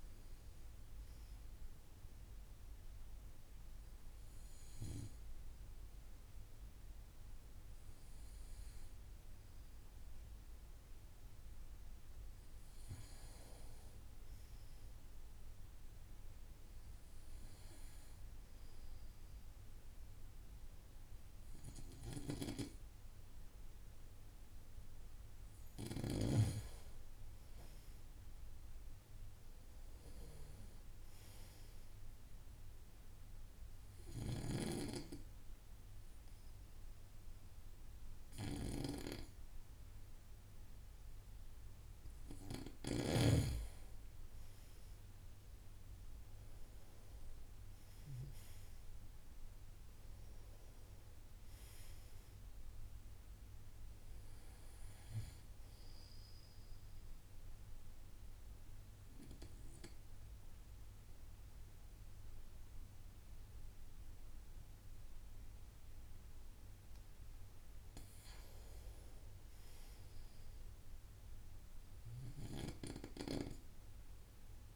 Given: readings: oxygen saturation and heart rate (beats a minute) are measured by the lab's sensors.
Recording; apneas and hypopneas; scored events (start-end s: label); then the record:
breathing in sleep by a room microphone; 3
2.00-12.00 s: hypopnea (oxygen 98% before, 94% lowest, heart rate 62 before, 46 extreme, up 14 after)
13.00-16.50 s: arousal
32.00-42.00 s: obstructive apnea (oxygen 97% before, 94% lowest, heart rate 56 before, 29 extreme, up 10 after)
43.50-48.00 s: arousal
56.00-67.50 s: obstructive apnea (oxygen 95% before, 93% lowest)
70.00-74.50 s: arousal
From the record:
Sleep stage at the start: N2 (light sleep); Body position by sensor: on the right side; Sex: male